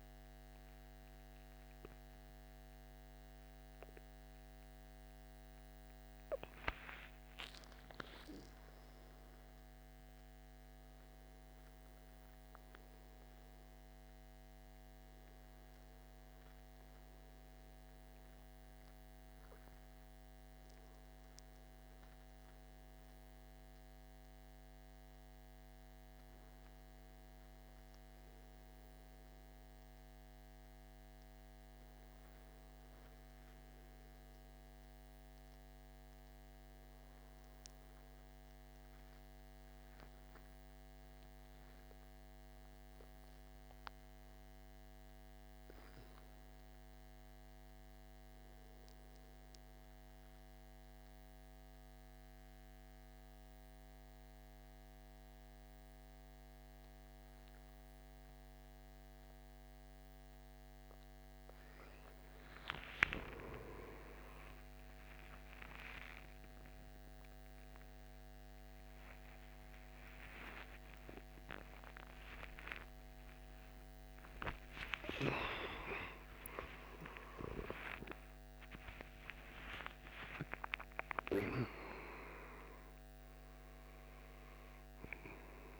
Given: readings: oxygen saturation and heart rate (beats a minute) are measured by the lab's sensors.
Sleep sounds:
a person awake in a sleep study, by a microphone on the trachea; 1
50.00-60.50 s: central apnea (oxygen 96% before, 95% lowest)
From the record:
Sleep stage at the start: awake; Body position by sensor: on the right side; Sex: male

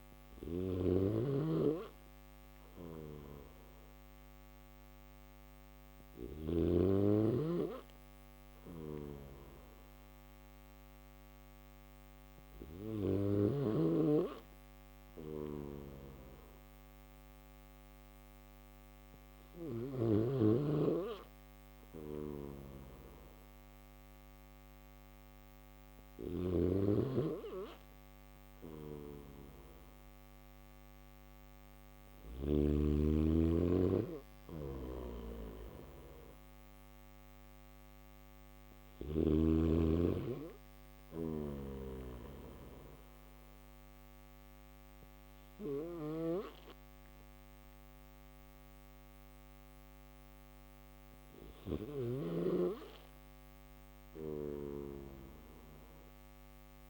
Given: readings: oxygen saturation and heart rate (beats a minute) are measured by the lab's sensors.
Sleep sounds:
breathing in sleep by a microphone on the trachea; none
1.50-5.50 s: snoring (device-marked)
7.50-12.50 s: snoring (device-marked)
14.50-19.00 s: snoring (device-marked)
21.00-31.50 s: snoring (device-marked)
33.50-38.00 s: snoring (device-marked)
40.00-51.00 s: snoring (device-marked)
53.00-56.89 s: snoring (device-marked)
From the record:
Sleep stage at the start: N1 (lightest sleep); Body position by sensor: on the back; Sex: male

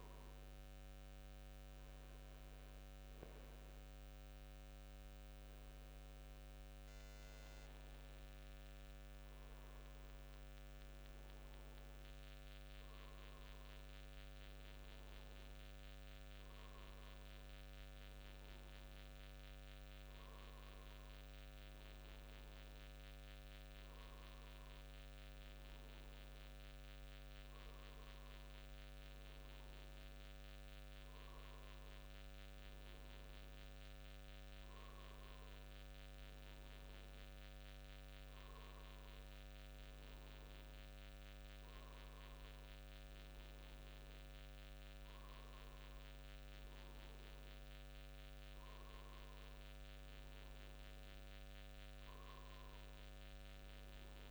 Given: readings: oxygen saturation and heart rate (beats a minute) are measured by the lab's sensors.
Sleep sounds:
breathing in sleep, hard to hear, by a microphone on the trachea; none
none scored
From the record:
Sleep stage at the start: N2 (light sleep); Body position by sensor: on the front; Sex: male

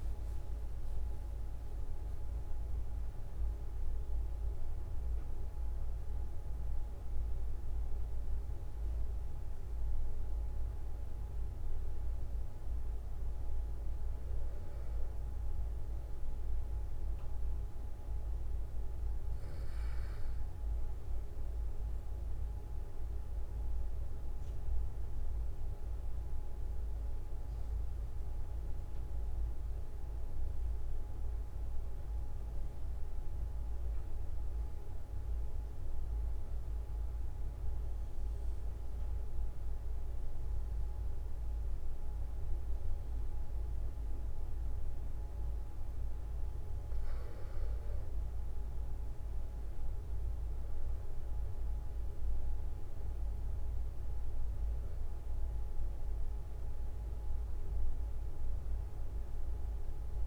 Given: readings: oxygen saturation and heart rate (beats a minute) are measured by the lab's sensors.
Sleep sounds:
breathing in sleep, hard to hear, by a room microphone; 1
0.00-1.00 s: arousal
23.00-46.00 s: mixed apnea (oxygen 97% before, 93% lowest, heart rate 53 before, 43 extreme, up 4 after)
48.00-52.00 s: arousal
From the record:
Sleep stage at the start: REM sleep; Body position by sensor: on the back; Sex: male

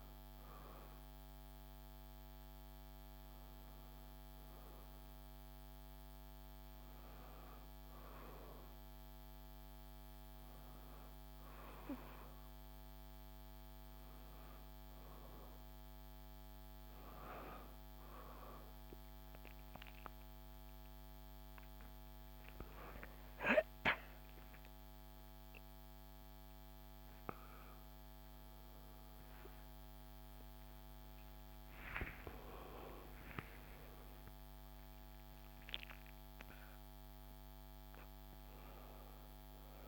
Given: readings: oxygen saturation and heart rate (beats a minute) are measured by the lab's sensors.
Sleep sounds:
a person awake in a sleep study, by a microphone on the trachea; none
16.00-39.88 s: new sleep stage, awake
From the record:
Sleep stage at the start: N1 (lightest sleep); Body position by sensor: on the back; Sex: female

